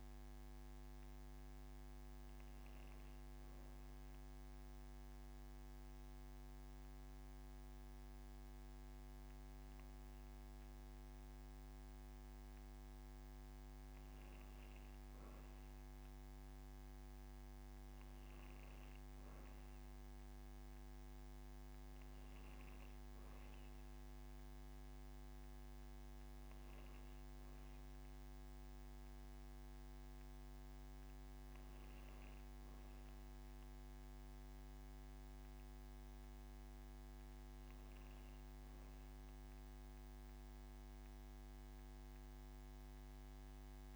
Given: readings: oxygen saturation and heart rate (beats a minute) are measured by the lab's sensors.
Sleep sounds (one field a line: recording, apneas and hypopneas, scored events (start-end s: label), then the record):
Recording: breathing in sleep, hard to hear, by a microphone on the trachea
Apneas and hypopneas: none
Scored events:
0.00-2.00 s: long interval between heartbeats (device-marked, heart rate 71 before, 40 extreme)
4.50-6.50 s: long interval between heartbeats (device-marked, heart rate 57 before, 29 extreme)
7.50-9.50 s: long interval between heartbeats (device-marked, heart rate 58 before, 39 extreme)
10.50-12.50 s: long interval between heartbeats (device-marked, heart rate 58 before, 90 extreme)
12.50-14.50 s: long interval between heartbeats (device-marked, heart rate 58 before, 109 extreme)
14.50-16.50 s: long interval between heartbeats (device-marked, heart rate 60 before, 138 extreme)
24.00-26.00 s: long interval between heartbeats (device-marked)
28.00-30.00 s: long interval between heartbeats (device-marked, heart rate 93 before, 58 extreme)
35.50-37.50 s: long interval between heartbeats (device-marked, heart rate 78 before, 39 extreme)
39.00-41.00 s: long interval between heartbeats (device-marked, heart rate 65 before, 59 extreme)
From the record:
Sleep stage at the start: N1 (lightest sleep)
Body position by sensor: on the back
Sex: female